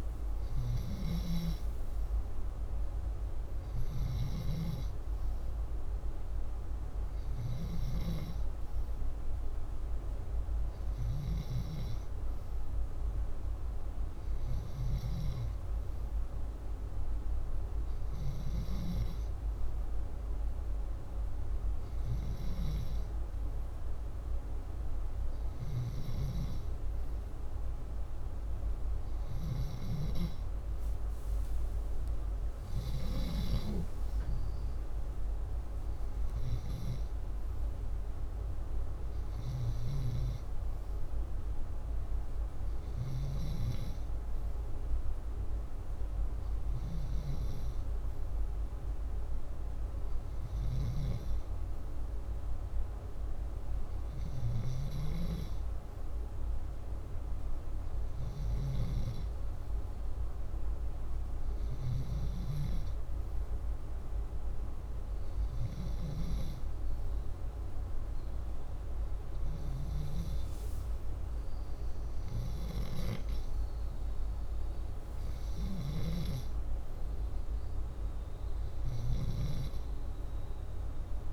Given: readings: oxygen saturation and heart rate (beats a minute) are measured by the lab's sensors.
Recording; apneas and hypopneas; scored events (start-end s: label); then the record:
breathing in sleep, hard to hear, by a room microphone; none
32.00-35.00 s: arousal
38.00-45.00 s: oxygen desaturation (device-marked, oxygen 95% before, 90% lowest, heart rate 64 before, 62 extreme)
From the record:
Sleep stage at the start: N2 (light sleep); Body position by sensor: upright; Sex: male